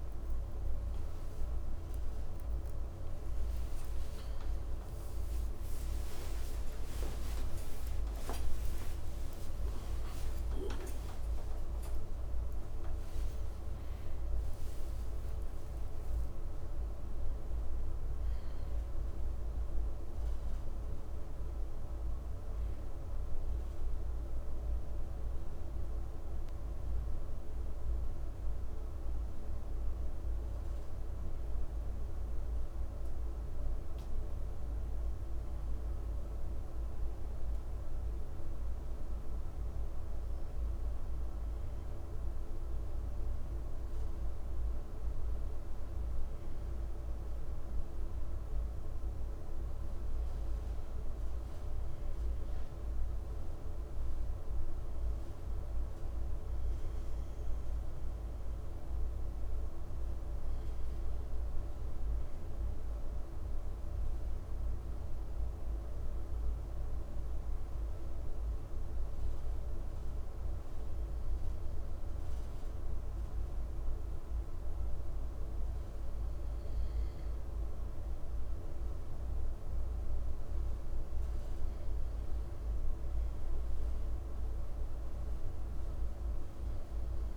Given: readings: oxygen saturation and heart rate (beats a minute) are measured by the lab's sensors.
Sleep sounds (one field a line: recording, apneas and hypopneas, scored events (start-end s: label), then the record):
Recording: a person partly awake in a sleep study, hard to hear, by a room microphone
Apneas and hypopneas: none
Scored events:
18.50-87.37 s: new sleep stage, N2 (light sleep)
From the record:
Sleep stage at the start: awake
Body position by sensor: on the right side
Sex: male